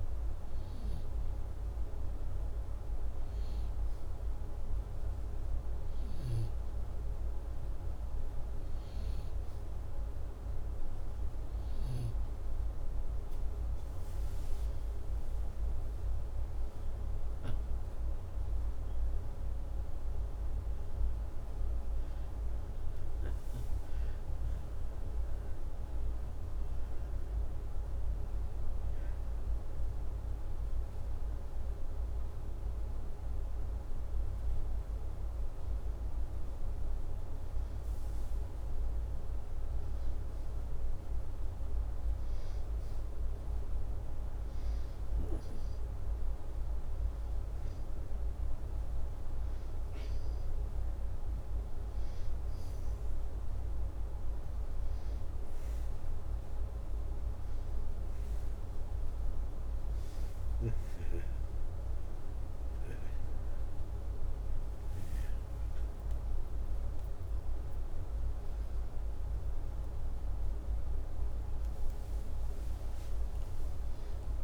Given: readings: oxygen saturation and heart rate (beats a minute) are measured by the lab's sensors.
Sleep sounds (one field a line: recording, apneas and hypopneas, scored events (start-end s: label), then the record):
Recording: breathing in sleep, hard to hear, by a room microphone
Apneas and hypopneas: none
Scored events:
71.50-74.44 s: arousal
From the record:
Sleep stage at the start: N2 (light sleep)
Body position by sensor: upright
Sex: male